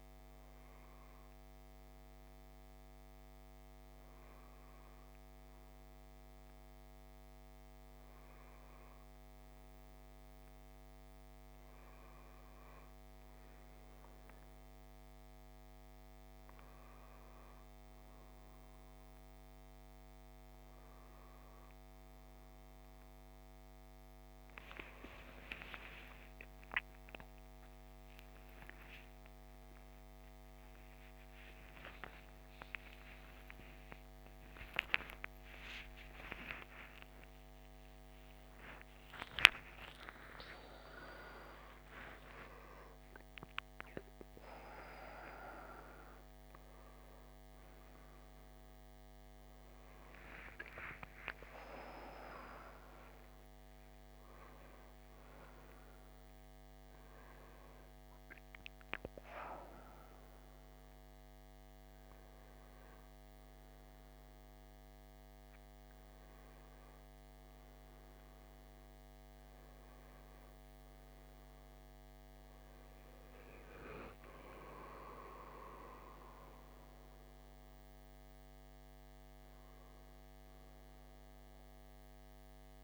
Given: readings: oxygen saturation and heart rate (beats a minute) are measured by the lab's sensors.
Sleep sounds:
a person partly awake in a sleep study, by a microphone on the trachea; none
34.50-64.50 s: new sleep stage, awake
64.50-82.84 s: new sleep stage, N1 (lightest sleep)
72.50-82.84 s: oxygen desaturation (device-marked, oxygen 96% before, 93% lowest, heart rate 72 before, 57 extreme)
From the record:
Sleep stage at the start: N1 (lightest sleep); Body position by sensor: on the right side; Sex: male

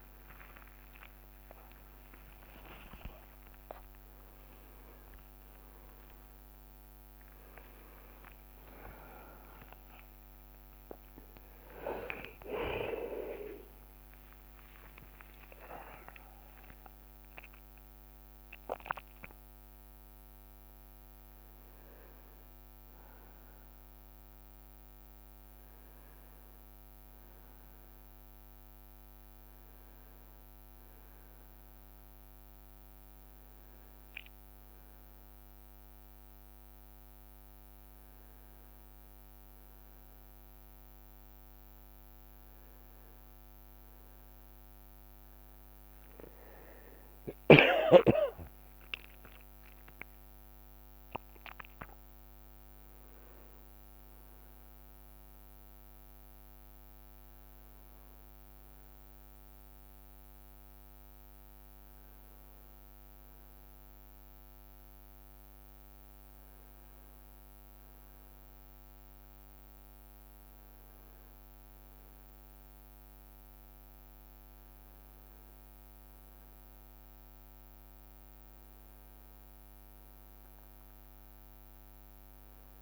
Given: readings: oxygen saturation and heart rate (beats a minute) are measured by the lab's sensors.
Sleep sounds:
a person partly awake in a sleep study, by a microphone on the trachea; none
0.00-3.00 s: leg movement (device-marked)
4.50-6.50 s: leg movement (device-marked)
7.50-9.50 s: leg movement (device-marked)
10.00-16.00 s: leg movement (device-marked)
11.00-26.00 s: oxygen desaturation (device-marked, oxygen 99% before, 96% lowest, heart rate 162 before, 67 extreme)
18.50-21.00 s: leg movement (device-marked)
25.00-82.82 s: new sleep stage, N1 (lightest sleep)
33.00-38.00 s: oxygen desaturation (device-marked, oxygen 99% before, 95% lowest, heart rate 91 before, 67 extreme)
47.00-48.50 s: leg movement (device-marked)
47.50-51.50 s: arousal
From the record:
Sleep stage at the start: awake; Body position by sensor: on the back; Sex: male

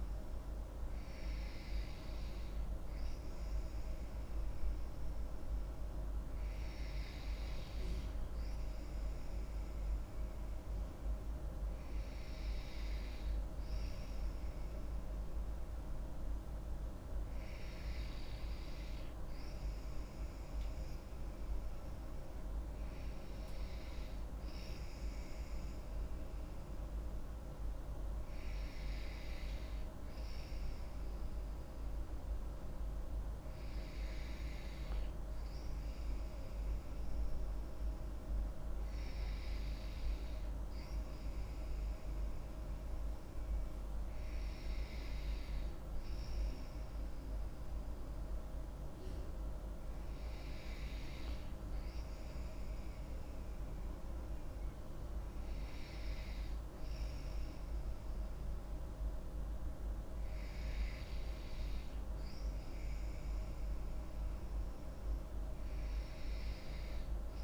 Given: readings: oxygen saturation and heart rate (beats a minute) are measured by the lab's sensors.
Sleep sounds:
breathing in sleep, hard to hear, by a room microphone; none
none scored
From the record:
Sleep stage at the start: N2 (light sleep); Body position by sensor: on the back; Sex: female

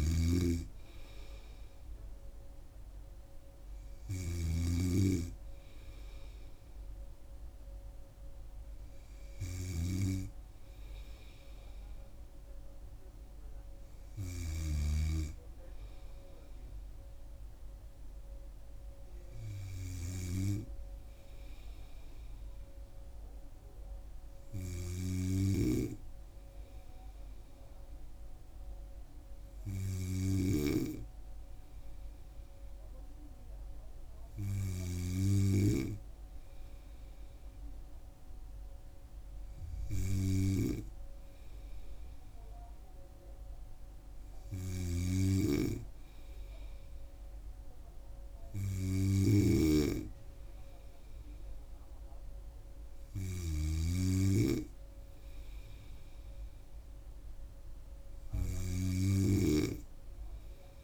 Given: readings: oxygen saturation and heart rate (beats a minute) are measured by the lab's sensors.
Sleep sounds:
breathing in sleep by a room microphone; none
0.00-15.00 s: snoring (device-marked)
25.50-31.00 s: snoring (device-marked)
44.50-60.83 s: snoring (device-marked)
From the record:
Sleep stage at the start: N2 (light sleep); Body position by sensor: on the right side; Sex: female

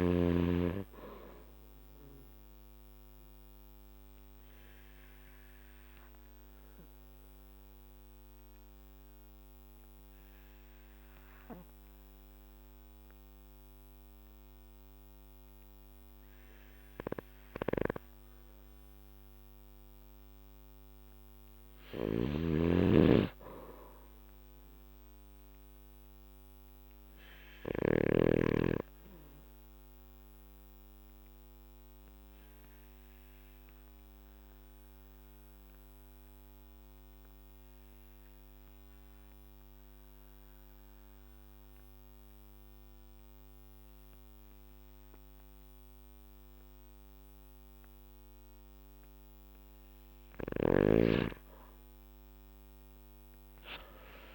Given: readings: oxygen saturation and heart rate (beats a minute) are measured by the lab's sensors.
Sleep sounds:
breathing in sleep by a microphone on the trachea; 2
0.00-13.00 s: oxygen desaturation (device-marked, oxygen 90% lowest, heart rate 51 extreme)
4.00-20.00 s: obstructive apnea (oxygen 97% before, 90% lowest, heart rate 52 before, 50 extreme, up 3 after)
17.50-28.00 s: snoring (device-marked)
23.00-27.00 s: arousal
30.50-49.00 s: obstructive apnea (oxygen 96% before, 90% lowest, heart rate 53 before, 48 extreme, up 11 after)
51.00-54.35 s: oxygen desaturation (device-marked, oxygen 96% before, 92% lowest, heart rate 51 before, 48 extreme)
From the record:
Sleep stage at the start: N2 (light sleep); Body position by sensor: on the back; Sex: male

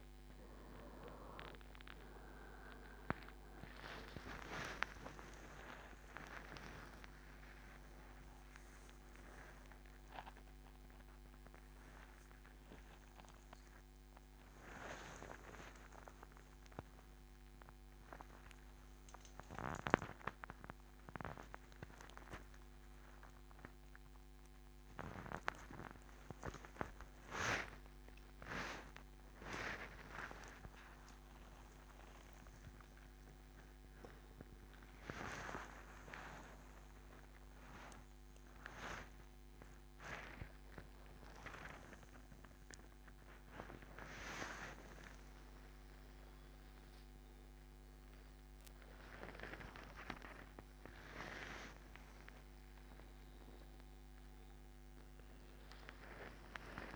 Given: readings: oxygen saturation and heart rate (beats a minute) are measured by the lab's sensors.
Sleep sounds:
a person awake in a sleep study, by a microphone on the trachea; none
18.50-30.50 s: tachycardia (device-marked, heart rate 82 before, 106 extreme)
38.50-44.50 s: tachycardia (device-marked, heart rate 82 before, 106 extreme)
41.50-43.50 s: long interval between heartbeats (device-marked, heart rate 100 before, 106 extreme)
From the record:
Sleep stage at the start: awake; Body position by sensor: on the right side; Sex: male

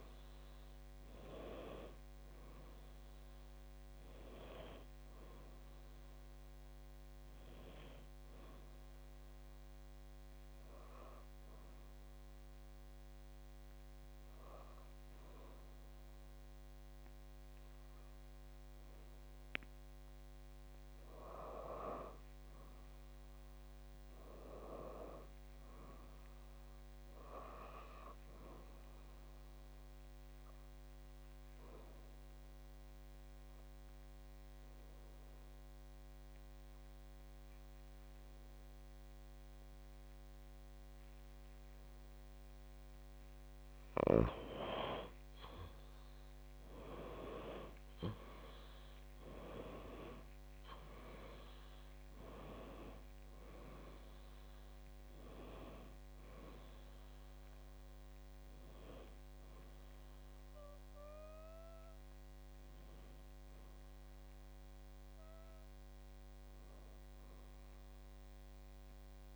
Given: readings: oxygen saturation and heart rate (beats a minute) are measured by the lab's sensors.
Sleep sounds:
breathing in sleep by a microphone on the trachea; 2
2.00-17.00 s: oxygen desaturation (device-marked, oxygen 97% before, 93% lowest, heart rate 59 before, 52 extreme)
8.50-20.50 s: obstructive apnea (oxygen 97% before, 91% lowest, heart rate 59 before, 52 extreme, up 4 after)
23.00-26.00 s: arousal
34.00-45.00 s: hypopnea (oxygen 97% before, 91% lowest, heart rate 55 before, 53 extreme, up 24 after)
47.00-50.50 s: arousal
52.00-69.36 s: oxygen desaturation (device-marked, oxygen 96% before, 91% lowest, heart rate 61 before, 53 extreme)
From the record:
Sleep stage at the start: N2 (light sleep); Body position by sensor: on the back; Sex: female

